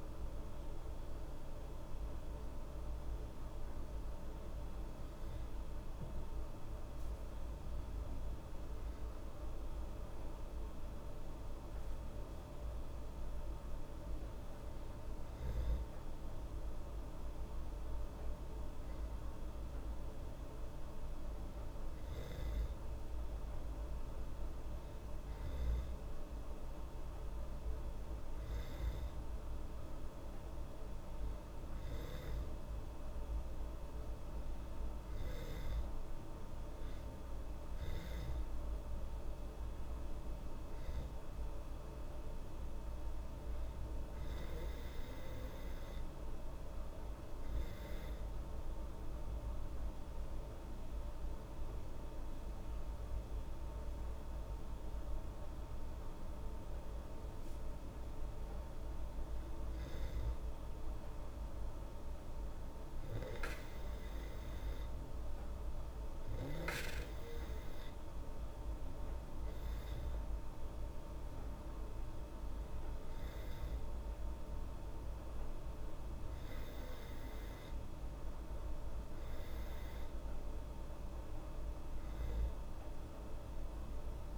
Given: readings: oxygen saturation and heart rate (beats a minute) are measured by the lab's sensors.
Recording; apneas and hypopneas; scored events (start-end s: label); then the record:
breathing in sleep, hard to hear, by a room microphone; none
none scored
From the record:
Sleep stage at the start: N2 (light sleep); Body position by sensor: on the back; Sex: female